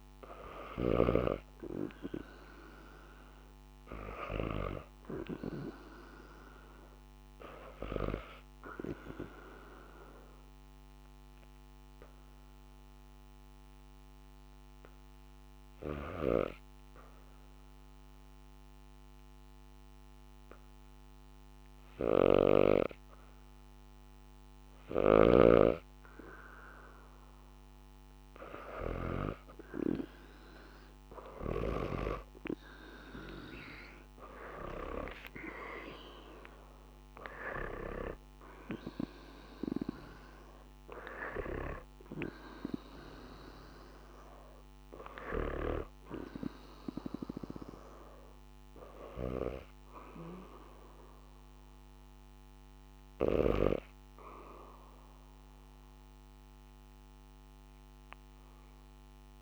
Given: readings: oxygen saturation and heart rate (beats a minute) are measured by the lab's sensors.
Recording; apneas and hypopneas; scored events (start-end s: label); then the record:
breathing in sleep by a microphone on the trachea; 1
8.50-17.50 s: oxygen desaturation (device-marked, oxygen 91% before, 86% lowest, heart rate 79 before, 76 extreme)
9.50-24.50 s: hypopnea (oxygen 94% before, 84% lowest, heart rate 80 before, 76 extreme, up 0 after)
30.00-34.50 s: arousal
34.50-56.50 s: oxygen desaturation (device-marked, oxygen 96% before, 84% lowest, heart rate 80 before, 73 extreme)
From the record:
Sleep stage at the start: REM sleep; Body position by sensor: on the back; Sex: female